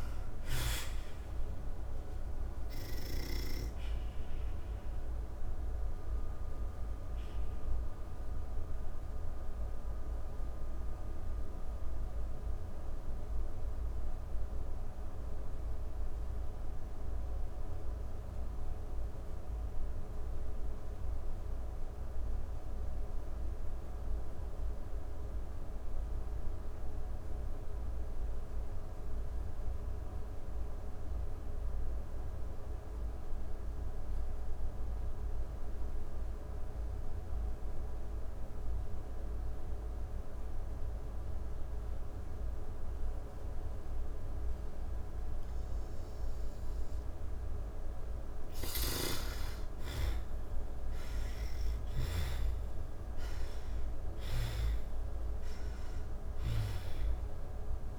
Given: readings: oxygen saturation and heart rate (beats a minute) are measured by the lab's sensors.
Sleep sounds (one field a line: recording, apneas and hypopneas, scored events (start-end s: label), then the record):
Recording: breathing in sleep, hard to hear, by a room microphone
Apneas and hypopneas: 1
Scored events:
0.00-23.00 s: oxygen desaturation (device-marked, oxygen 80% lowest)
4.00-46.50 s: obstructive apnea (oxygen 98% before, 76% lowest)
37.00-57.98 s: oxygen desaturation (device-marked, oxygen 98% before, 76% lowest)
48.50-53.50 s: arousal
From the record:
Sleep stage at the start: N2 (light sleep)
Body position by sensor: on the back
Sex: female